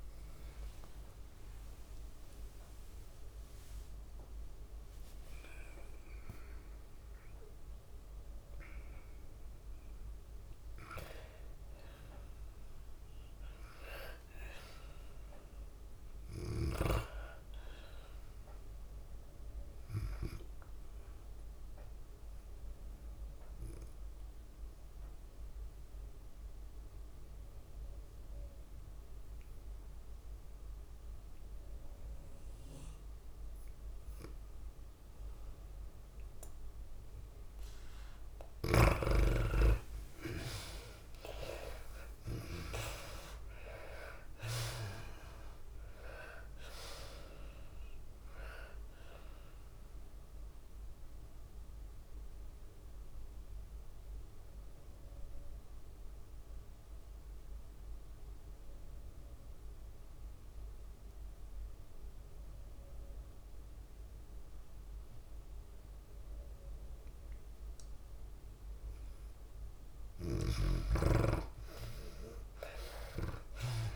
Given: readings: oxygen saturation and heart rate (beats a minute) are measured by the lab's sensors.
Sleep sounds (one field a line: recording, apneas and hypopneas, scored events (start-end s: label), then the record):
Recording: breathing in sleep by a room microphone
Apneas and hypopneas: 2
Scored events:
0.00-1.50 s: bradycardia (device-marked)
0.00-16.50 s: oxygen desaturation (device-marked, oxygen 86% lowest, heart rate 29 extreme)
2.50-7.50 s: arousal
3.50-7.50 s: tachycardia (device-marked, heart rate 96 before, 117 extreme)
7.00-9.00 s: long interval between heartbeats (device-marked, heart rate 41 before, 117 extreme)
7.50-11.50 s: bradycardia (device-marked, heart rate 96 before, 56 extreme)
9.50-19.50 s: drop in pulse transit time (device-marked, heart rate 54 before, 29 extreme)
14.50-32.50 s: tachycardia (device-marked, heart rate 95 before, 133 extreme)
15.00-17.00 s: long interval between heartbeats (device-marked, heart rate 59 before, 60 extreme)
17.00-19.00 s: long interval between heartbeats (device-marked, heart rate 60 before, 73 extreme)
23.50-25.50 s: long interval between heartbeats (device-marked, heart rate 89 before, 122 extreme)
25.50-35.50 s: oxygen desaturation (device-marked, oxygen 96% before, 92% lowest, heart rate 96 before, 99 extreme)
25.50-39.00 s: hypopnea (oxygen 96% before, 82% lowest, heart rate 96 before, 99 extreme, up 35 after)
35.50-58.50 s: tachycardia (device-marked, heart rate 95 before, 149 extreme)
38.50-40.50 s: long interval between heartbeats (device-marked, heart rate 114 before, 108 extreme)
41.50-46.00 s: arousal
41.50-65.50 s: oxygen desaturation (device-marked, oxygen 93% before, 82% lowest, heart rate 111 before, 98 extreme)
44.00-46.00 s: long interval between heartbeats (device-marked, heart rate 109 before, 113 extreme)
44.50-58.50 s: drop in pulse transit time (device-marked, heart rate 108 before, 109 extreme)
46.00-48.00 s: long interval between heartbeats (device-marked, heart rate 108 before, 133 extreme)
48.00-50.00 s: long interval between heartbeats (device-marked, heart rate 109 before, 144 extreme)
51.00-69.00 s: obstructive apnea (oxygen 95% before, 80% lowest, heart rate 114 before, 98 extreme, up 9 after)
62.50-68.50 s: tachycardia (device-marked, heart rate 96 before, 107 extreme)
71.50-73.96 s: arousal
72.50-73.96 s: tachycardia (device-marked, heart rate 96 before, 107 extreme)
From the record:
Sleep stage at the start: N2 (light sleep)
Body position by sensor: on the left side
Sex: female